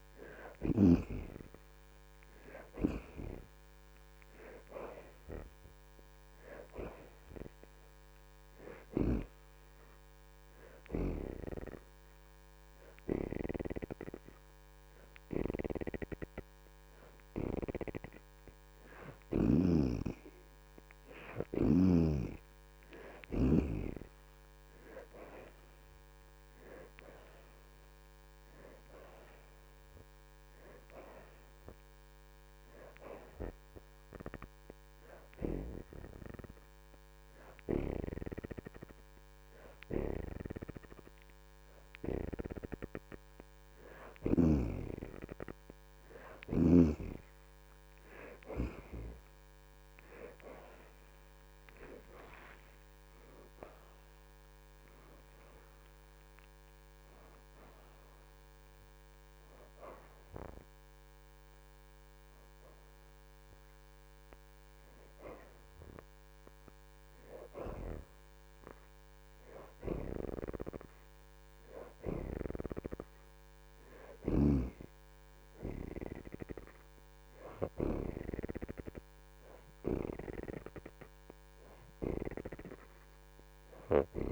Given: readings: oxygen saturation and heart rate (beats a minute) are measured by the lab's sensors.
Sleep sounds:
breathing in sleep by a microphone on the trachea; 1
0.00-11.00 s: oxygen desaturation (device-marked, oxygen 74% before, 64% lowest)
9.50-19.50 s: hypopnea (oxygen 74% before, 64% lowest)
13.00-28.00 s: oxygen desaturation (device-marked, oxygen 73% before, 68% lowest)
24.00-28.00 s: arousal
42.00-57.00 s: oxygen desaturation (device-marked, oxygen 74% before, 64% lowest)
51.00-56.00 s: arousal
62.00-76.00 s: oxygen desaturation (device-marked, oxygen 76% before, 65% lowest)
From the record:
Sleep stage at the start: N2 (light sleep); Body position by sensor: on the back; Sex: female

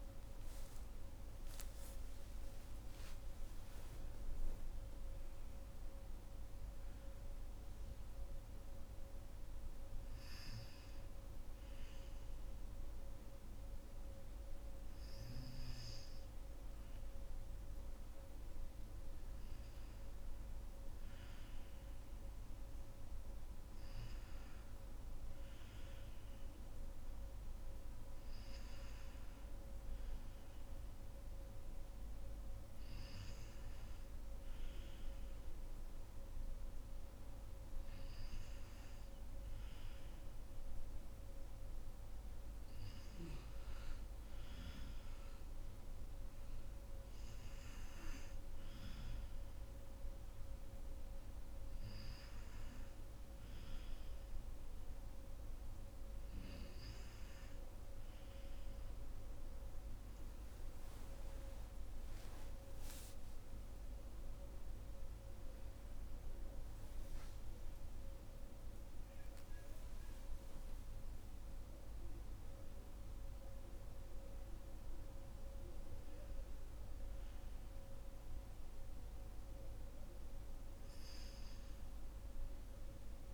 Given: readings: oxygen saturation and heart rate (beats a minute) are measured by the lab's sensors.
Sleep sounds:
breathing in sleep, hard to hear, by a room microphone; none
0.00-1.50 s: long interval between heartbeats (device-marked, heart rate 70 extreme)
0.00-3.00 s: arousal
61.50-67.50 s: arousal
From the record:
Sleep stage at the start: N2 (light sleep); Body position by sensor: on the right side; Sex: female

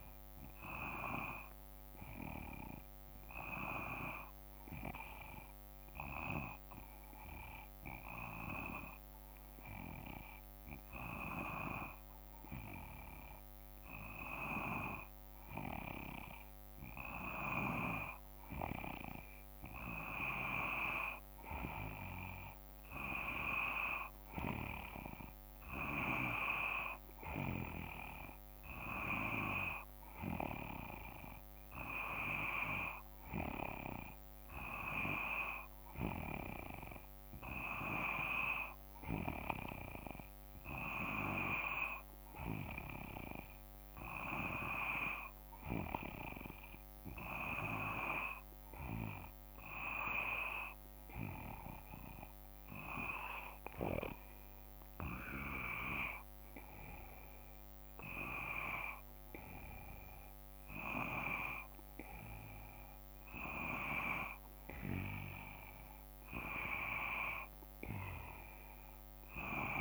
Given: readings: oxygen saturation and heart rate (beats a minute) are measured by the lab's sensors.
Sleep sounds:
breathing in sleep by a microphone on the trachea; 2
0.00-1.00 s: arousal
4.00-15.50 s: hypopnea (oxygen 94% before, 92% lowest, heart rate 55 before, 55 extreme, up 2 after)
18.00-22.50 s: arousal
35.50-60.50 s: hypopnea (oxygen 95% before, 92% lowest, heart rate 57 before, 55 extreme, up 1 after)
65.50-69.50 s: arousal
From the record:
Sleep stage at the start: N2 (light sleep); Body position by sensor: on the back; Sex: male

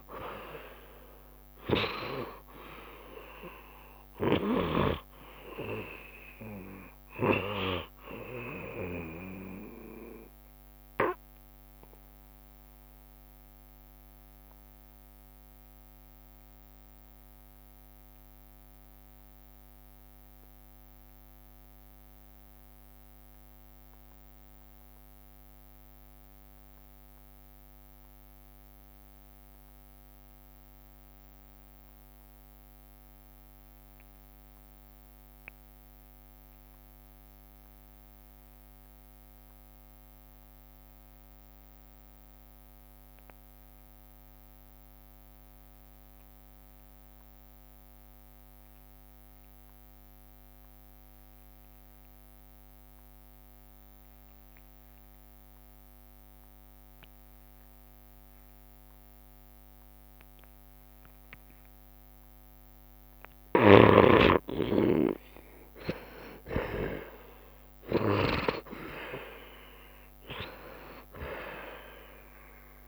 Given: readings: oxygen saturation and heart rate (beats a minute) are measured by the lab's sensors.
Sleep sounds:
breathing in sleep by a microphone on the trachea; 1
0.00-27.00 s: oxygen desaturation (device-marked, oxygen 71% lowest, heart rate 68 extreme)
11.00-62.00 s: obstructive apnea (oxygen 90% before, 70% lowest, heart rate 74 before, 68 extreme, up 22 after)
35.00-72.88 s: oxygen desaturation (device-marked, oxygen 91% before, 70% lowest, heart rate 69 before, 67 extreme)
37.50-39.50 s: long interval between heartbeats (device-marked, heart rate 69 before, 76 extreme)
65.00-70.50 s: arousal
66.00-68.00 s: long interval between heartbeats (device-marked, heart rate 72 before, 82 extreme)
From the record:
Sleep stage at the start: N2 (light sleep); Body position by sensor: on the back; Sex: male

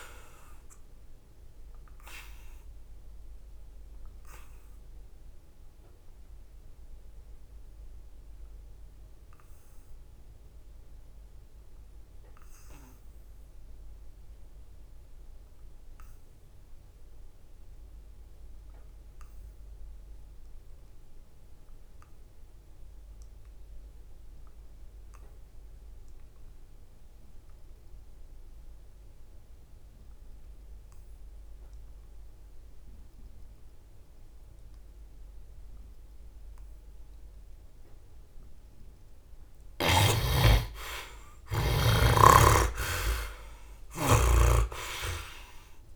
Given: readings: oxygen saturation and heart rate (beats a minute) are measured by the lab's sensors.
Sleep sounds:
breathing in sleep by a room microphone; 1
0.00-25.00 s: oxygen desaturation (device-marked, oxygen 50% lowest, heart rate 69 extreme)
1.50-37.00 s: obstructive apnea (oxygen 81% before, 50% lowest, heart rate 77 before, 65 extreme, up 21 after)
35.00-45.96 s: oxygen desaturation (device-marked, oxygen 82% before, 57% lowest, heart rate 71 before, 65 extreme)
39.50-43.00 s: arousal
From the record:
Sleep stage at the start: N2 (light sleep); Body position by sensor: on the back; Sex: male

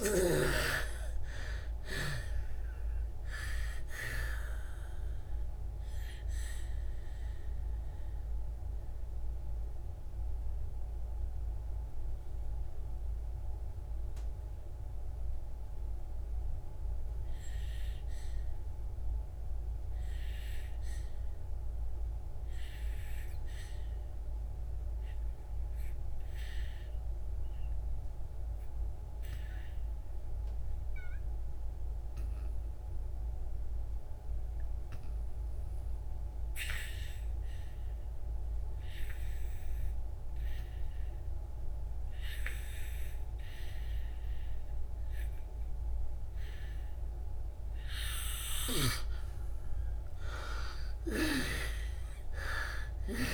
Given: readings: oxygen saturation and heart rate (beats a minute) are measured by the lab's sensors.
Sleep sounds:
breathing in sleep by a room microphone; 1
0.00-1.00 s: arousal
0.00-27.50 s: oxygen desaturation (device-marked, oxygen 70% lowest, heart rate 52 extreme)
6.50-48.50 s: mixed apnea (oxygen 97% before, 65% lowest, heart rate 75 before, 52 extreme, up 53 after)
12.50-53.34 s: new sleep stage, REM sleep
38.50-53.34 s: oxygen desaturation (device-marked, oxygen 97% before, 65% lowest, heart rate 63 before, 52 extreme)
49.50-53.34 s: arousal
From the record:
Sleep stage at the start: N2 (light sleep); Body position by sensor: on the back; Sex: female

